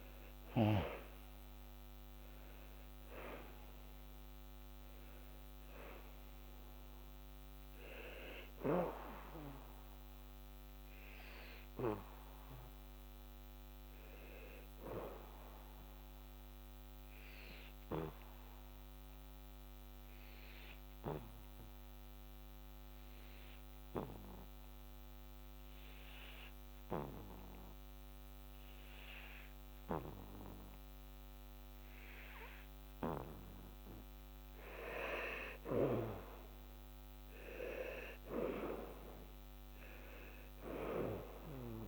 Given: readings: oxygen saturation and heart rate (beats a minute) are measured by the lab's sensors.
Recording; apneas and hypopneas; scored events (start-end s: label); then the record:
breathing in sleep by a microphone on the trachea; 1
1.50-19.50 s: oxygen desaturation (device-marked, oxygen 96% before, 90% lowest, heart rate 75 before, 71 extreme)
16.50-33.50 s: obstructive apnea (oxygen 98% before, 89% lowest, heart rate 81 before, 71 extreme, up 9 after)
35.50-39.50 s: arousal
38.50-41.87 s: oxygen desaturation (device-marked, oxygen 97% before, 89% lowest, heart rate 75 before, 67 extreme)
From the record:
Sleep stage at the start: N2 (light sleep); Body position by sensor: on the back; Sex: male